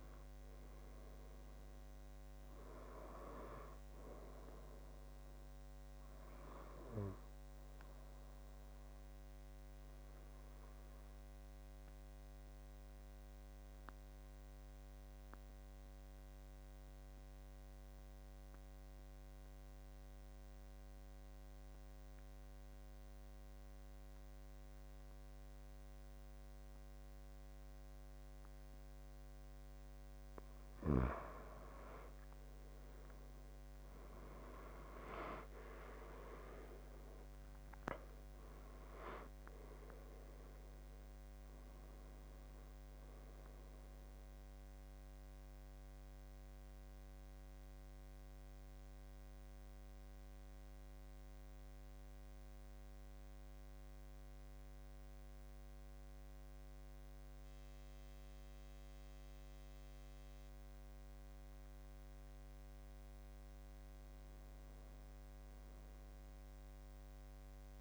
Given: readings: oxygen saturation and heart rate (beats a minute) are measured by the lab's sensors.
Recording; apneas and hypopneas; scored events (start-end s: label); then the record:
breathing in sleep by a microphone on the trachea; 2
0.00-21.00 s: oxygen desaturation (device-marked, oxygen 88% lowest, heart rate 66 extreme)
7.00-28.50 s: obstructive apnea (oxygen 97% before, 85% lowest, heart rate 80 before, 62 extreme, up 12 after)
28.00-64.00 s: oxygen desaturation (device-marked, oxygen 96% before, 85% lowest, heart rate 74 before, 61 extreme)
33.00-38.50 s: arousal
45.50-63.00 s: central apnea (oxygen 96% before, 85% lowest, heart rate 86 before, 61 extreme, up 15 after)
65.50-67.81 s: arousal
From the record:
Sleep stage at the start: N2 (light sleep); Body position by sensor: on the back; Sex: male